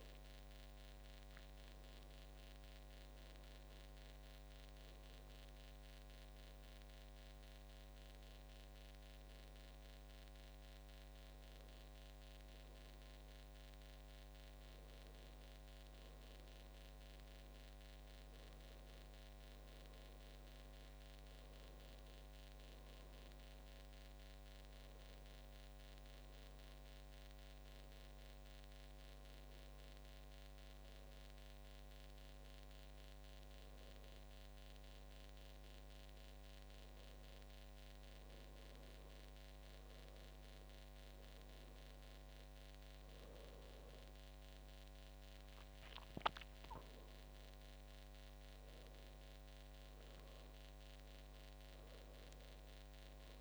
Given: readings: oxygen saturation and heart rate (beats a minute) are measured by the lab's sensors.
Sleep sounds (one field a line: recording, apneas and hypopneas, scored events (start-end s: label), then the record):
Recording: breathing in sleep, hard to hear, by a microphone on the trachea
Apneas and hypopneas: none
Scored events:
none scored
From the record:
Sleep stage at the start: N2 (light sleep)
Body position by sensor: on the back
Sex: male